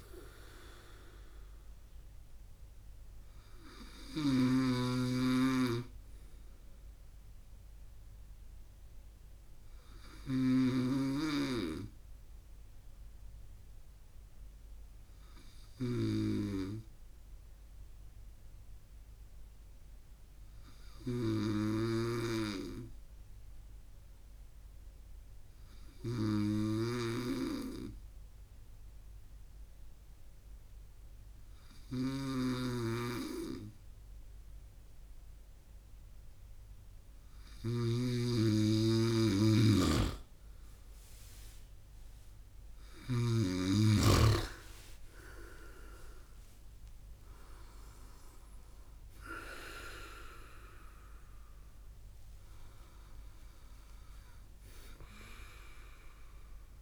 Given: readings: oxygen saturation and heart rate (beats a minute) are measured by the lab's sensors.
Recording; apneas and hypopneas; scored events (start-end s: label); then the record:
breathing in sleep by a room microphone; 1
0.00-43.00 s: snoring (device-marked)
11.00-40.50 s: hypopnea (oxygen 98% before, 96% lowest, heart rate 63 before, 54 extreme, up 1 after)
43.00-47.50 s: arousal
From the record:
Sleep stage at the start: N2 (light sleep); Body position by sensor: on the right side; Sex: male